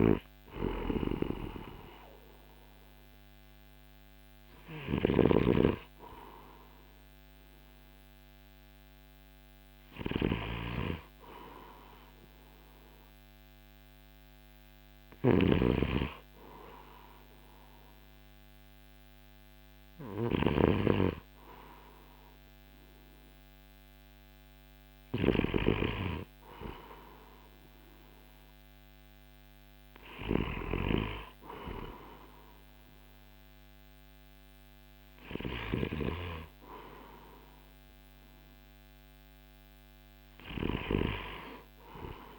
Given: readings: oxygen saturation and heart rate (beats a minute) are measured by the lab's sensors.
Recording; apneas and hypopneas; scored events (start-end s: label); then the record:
breathing in sleep by a microphone on the trachea; none
0.00-25.00 s: snoring (device-marked)
From the record:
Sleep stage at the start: N2 (light sleep); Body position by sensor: on the right side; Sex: male